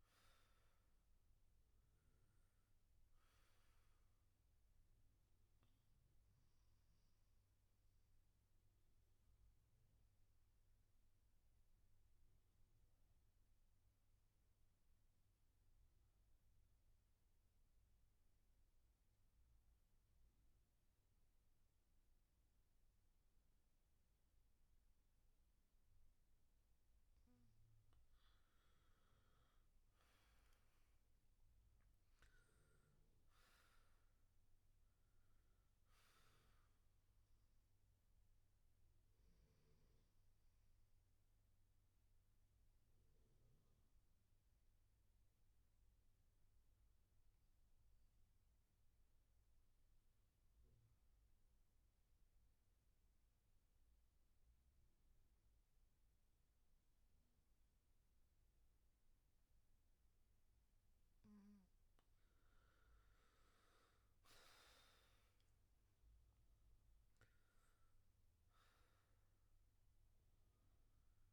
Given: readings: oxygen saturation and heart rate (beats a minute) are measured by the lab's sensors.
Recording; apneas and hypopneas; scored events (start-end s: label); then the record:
breathing in sleep, hard to hear, by a room microphone; 2
0.00-14.50 s: oxygen desaturation (device-marked, oxygen 83% lowest, heart rate 63 extreme)
7.00-27.00 s: obstructive apnea (oxygen 98% before, 80% lowest, heart rate 72 before, 63 extreme, up 13 after)
27.50-46.50 s: oxygen desaturation (device-marked, oxygen 98% before, 82% lowest, heart rate 65 before, 64 extreme)
30.50-34.00 s: arousal
38.00-60.00 s: obstructive apnea (oxygen 98% before, 80% lowest, heart rate 69 before, 64 extreme, up 13 after)
60.50-71.33 s: oxygen desaturation (device-marked, oxygen 98% before, 80% lowest, heart rate 66 before, 65 extreme)
62.50-66.50 s: arousal
From the record:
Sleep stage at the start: N2 (light sleep); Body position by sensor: on the back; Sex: male